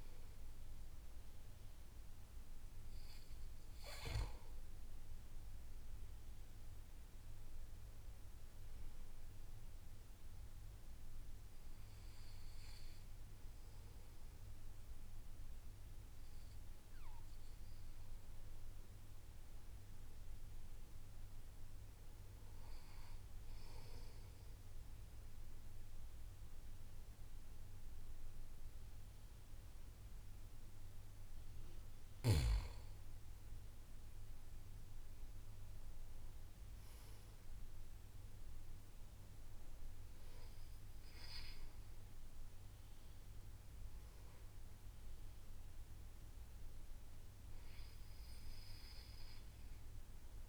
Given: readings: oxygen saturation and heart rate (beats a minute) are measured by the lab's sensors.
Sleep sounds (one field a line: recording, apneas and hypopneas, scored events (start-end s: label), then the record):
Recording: breathing in sleep, hard to hear, by a room microphone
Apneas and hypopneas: none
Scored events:
47.50-50.49 s: new sleep stage, N1 (lightest sleep)
49.00-50.49 s: arousal
From the record:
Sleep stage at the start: N2 (light sleep)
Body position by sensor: on the back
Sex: male